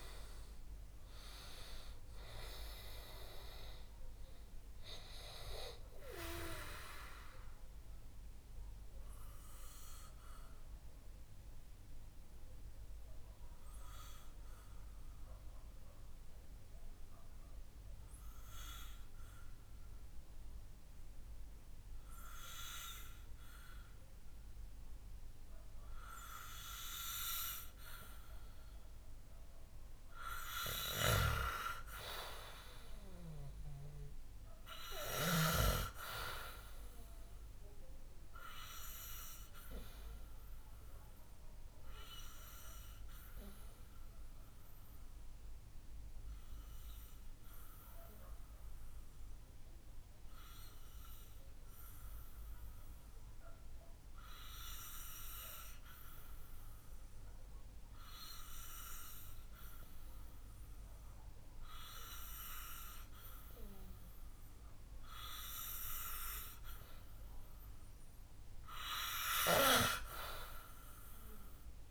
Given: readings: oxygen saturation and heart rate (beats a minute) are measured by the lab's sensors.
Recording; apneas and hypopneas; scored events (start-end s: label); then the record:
breathing in sleep by a room microphone; 2
6.50-29.00 s: obstructive apnea (oxygen 94% before, 91% lowest, heart rate 75 before, 60 extreme, up 3 after)
31.00-34.50 s: arousal
33.00-57.00 s: oxygen desaturation (device-marked, oxygen 98% before, 93% lowest, heart rate 63 before, 60 extreme)
43.00-67.00 s: obstructive apnea (oxygen 98% before, 92% lowest, heart rate 63 before, 60 extreme, up 5 after)
69.00-71.91 s: oxygen desaturation (device-marked, oxygen 97% before, 93% lowest, heart rate 63 before, 62 extreme)
70.00-71.91 s: arousal
From the record:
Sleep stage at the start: N2 (light sleep); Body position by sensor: on the back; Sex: male